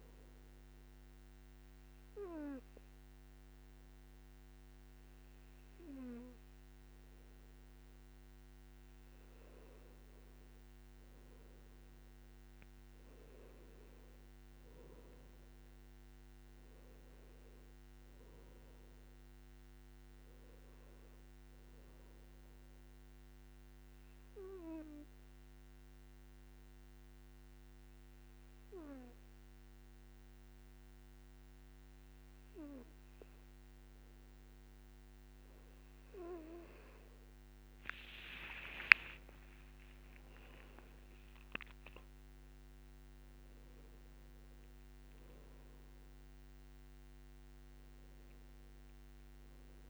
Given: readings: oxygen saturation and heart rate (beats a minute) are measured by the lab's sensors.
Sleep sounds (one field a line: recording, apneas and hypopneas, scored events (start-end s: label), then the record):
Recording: breathing in sleep by a microphone on the trachea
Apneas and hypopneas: 2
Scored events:
0.00-4.50 s: oxygen desaturation (device-marked, oxygen 92% lowest, heart rate 54 extreme)
1.00-11.50 s: obstructive apnea (oxygen 96% before, 92% lowest, heart rate 60 before, 58 extreme, up 13 after)
12.50-17.00 s: arousal
23.50-37.00 s: obstructive apnea (oxygen 98% before, 92% lowest, heart rate 64 before, 58 extreme, up 27 after)
38.50-42.00 s: arousal
39.50-41.50 s: long interval between heartbeats (device-marked, heart rate 62 before, 75 extreme)
40.50-49.90 s: oxygen desaturation (device-marked, oxygen 97% before, 92% lowest, heart rate 62 before, 53 extreme)
From the record:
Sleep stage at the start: N2 (light sleep)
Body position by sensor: on the back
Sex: male